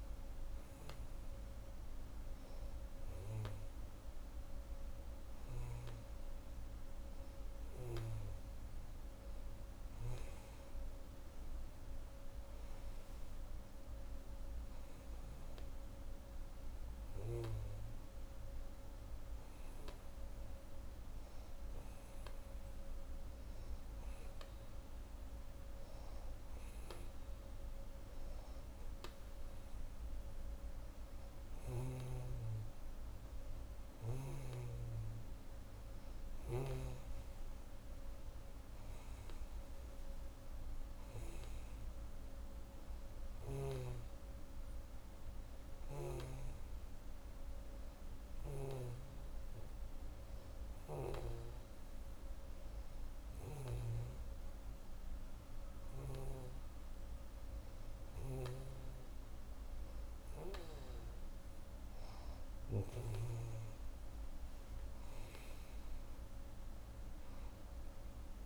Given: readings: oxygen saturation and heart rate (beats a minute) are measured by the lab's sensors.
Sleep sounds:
breathing in sleep by a room microphone; 1
17.50-29.00 s: hypopnea (oxygen 90% before, 89% lowest)
30.50-34.50 s: arousal
From the record:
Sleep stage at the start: N2 (light sleep); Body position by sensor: on the back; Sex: female

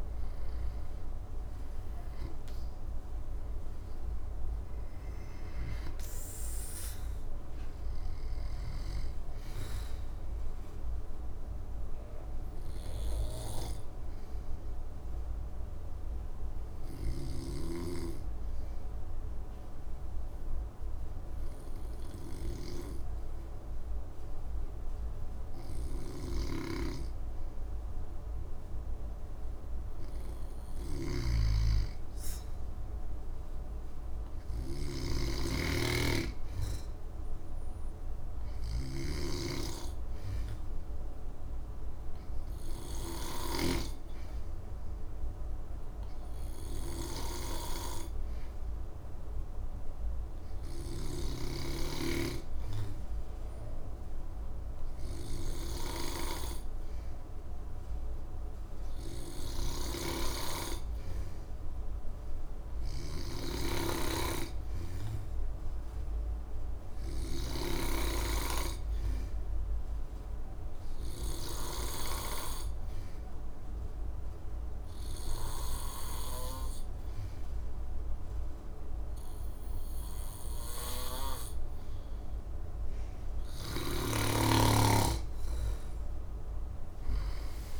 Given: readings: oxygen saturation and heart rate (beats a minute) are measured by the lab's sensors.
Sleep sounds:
breathing in sleep by a room microphone; 2
0.00-21.50 s: oxygen desaturation (device-marked, oxygen 93% lowest, heart rate 59 extreme)
8.50-27.50 s: obstructive apnea (oxygen 100% before, 93% lowest, heart rate 66 before, 59 extreme, up 3 after)
30.50-43.50 s: snoring (device-marked)
31.50-34.50 s: arousal
42.50-83.00 s: obstructive apnea (oxygen 100% before, 91% lowest, heart rate 62 before, 61 extreme, up 8 after)
59.50-67.50 s: snoring (device-marked)
From the record:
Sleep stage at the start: N2 (light sleep); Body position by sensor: on the back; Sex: male

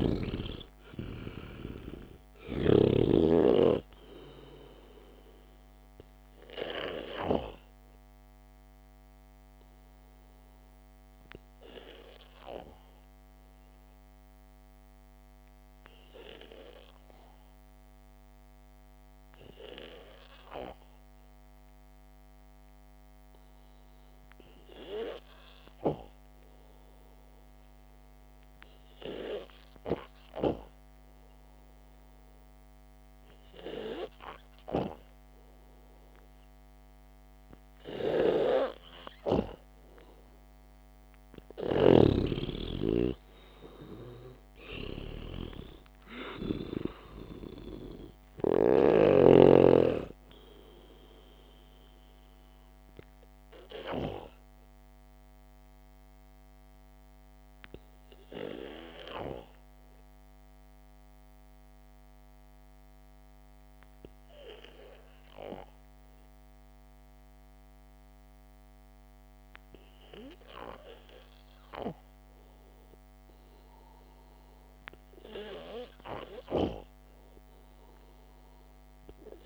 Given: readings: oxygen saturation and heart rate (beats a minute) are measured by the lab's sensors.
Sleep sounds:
breathing in sleep by a microphone on the trachea; 2
0.00-3.50 s: snoring (device-marked)
0.00-12.50 s: oxygen desaturation (device-marked, oxygen 93% lowest, heart rate 55 extreme)
7.50-24.00 s: obstructive apnea (oxygen 98% before, 91% lowest, heart rate 57 before, 51 extreme, up 3 after)
25.50-29.00 s: arousal
46.50-50.50 s: arousal
55.00-74.00 s: obstructive apnea (oxygen 98% before, 91% lowest, heart rate 56 before, 51 extreme)
76.50-79.46 s: arousal
From the record:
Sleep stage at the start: N2 (light sleep); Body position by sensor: on the back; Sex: male

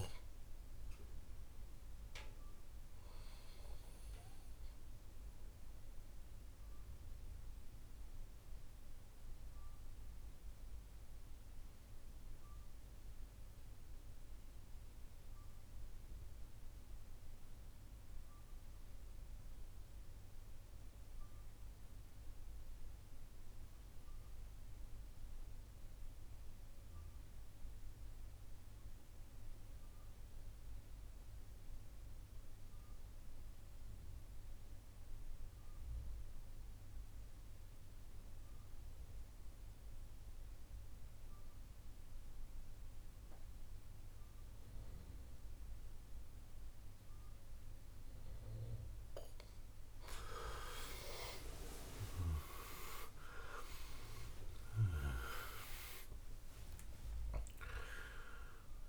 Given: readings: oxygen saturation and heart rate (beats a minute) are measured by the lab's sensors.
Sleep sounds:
breathing in sleep by a room microphone; 1
0.00-11.50 s: oxygen desaturation (device-marked, oxygen 86% lowest, heart rate 61 extreme)
6.00-49.50 s: obstructive apnea (oxygen 96% before, 81% lowest, heart rate 70 before, 59 extreme, up 33 after)
31.50-58.89 s: oxygen desaturation (device-marked, oxygen 98% before, 81% lowest, heart rate 66 before, 59 extreme)
50.50-56.00 s: arousal
From the record:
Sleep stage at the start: N2 (light sleep); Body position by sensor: on the back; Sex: male

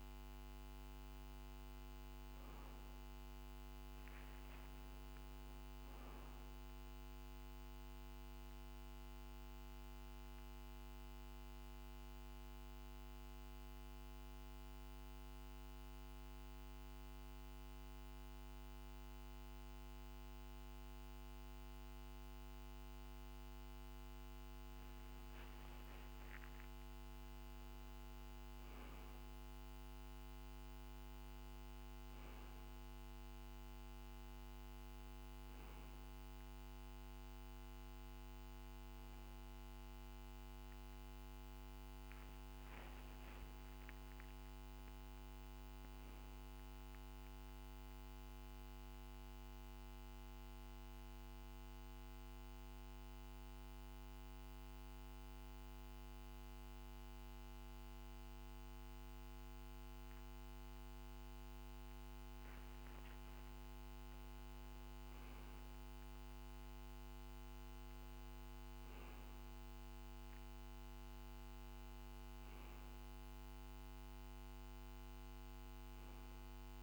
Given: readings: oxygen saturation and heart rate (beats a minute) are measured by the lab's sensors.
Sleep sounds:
breathing in sleep, hard to hear, by a microphone on the trachea; 2
4.50-76.83 s: new sleep stage, N2 (light sleep)
10.50-23.50 s: obstructive apnea (oxygen 96% before, 93% lowest, heart rate 54 before, 48 extreme, up 11 after)
25.00-29.00 s: arousal
48.50-63.00 s: hypopnea (oxygen 96% before, 93% lowest, heart rate 54 before, 49 extreme, up 2 after)
63.50-67.50 s: arousal
From the record:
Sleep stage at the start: N1 (lightest sleep); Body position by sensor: on the back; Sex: male

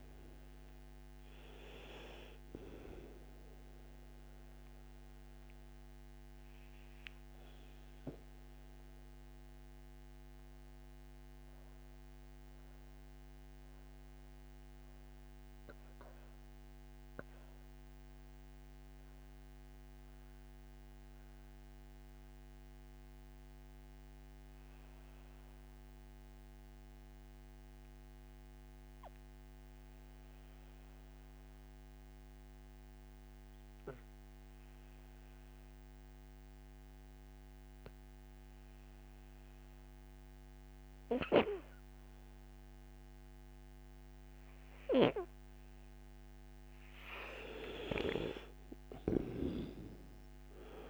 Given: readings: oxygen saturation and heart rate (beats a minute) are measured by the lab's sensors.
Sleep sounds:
breathing in sleep by a microphone on the trachea; 1
0.00-27.00 s: oxygen desaturation (device-marked, oxygen 82% lowest, heart rate 59 extreme)
5.00-46.50 s: mixed apnea (oxygen 98% before, 79% lowest, heart rate 64 before, 59 extreme, up 8 after)
39.00-50.90 s: oxygen desaturation (device-marked, oxygen 98% before, 79% lowest, heart rate 65 before, 59 extreme)
47.50-50.90 s: arousal
From the record:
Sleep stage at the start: N2 (light sleep); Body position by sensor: on the right side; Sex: male

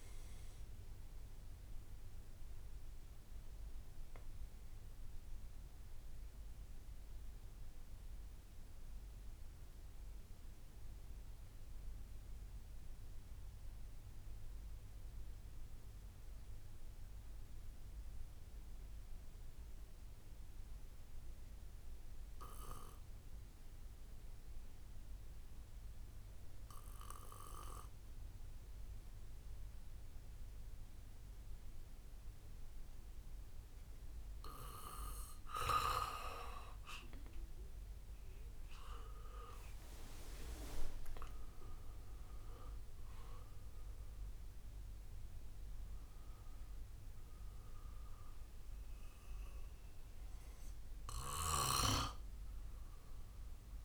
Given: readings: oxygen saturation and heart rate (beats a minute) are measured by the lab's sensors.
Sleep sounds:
breathing in sleep by a room microphone; 1
0.00-4.00 s: bradycardia (device-marked, heart rate 54 extreme)
0.00-9.00 s: oxygen desaturation (device-marked, oxygen 90% lowest, heart rate 54 extreme)
3.00-35.00 s: obstructive apnea (oxygen 97% before, 89% lowest, heart rate 72 before, 56 extreme, up 25 after)
14.00-16.00 s: bradycardia (device-marked, heart rate 65 before, 60 extreme)
24.00-26.00 s: bradycardia (device-marked, heart rate 65 before, 61 extreme)
25.00-53.85 s: oxygen desaturation (device-marked, oxygen 99% before, 89% lowest, heart rate 60 before, 56 extreme)
28.00-30.00 s: bradycardia (device-marked, heart rate 64 before, 59 extreme)
37.00-42.00 s: arousal
40.00-42.00 s: long interval between heartbeats (device-marked, heart rate 61 before, 73 extreme)
40.00-51.00 s: drop in pulse transit time (device-marked, heart rate 61 before, 63 extreme)
48.00-53.00 s: bradycardia (device-marked, heart rate 65 before, 58 extreme)
From the record:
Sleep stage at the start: N2 (light sleep); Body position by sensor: on the back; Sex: male

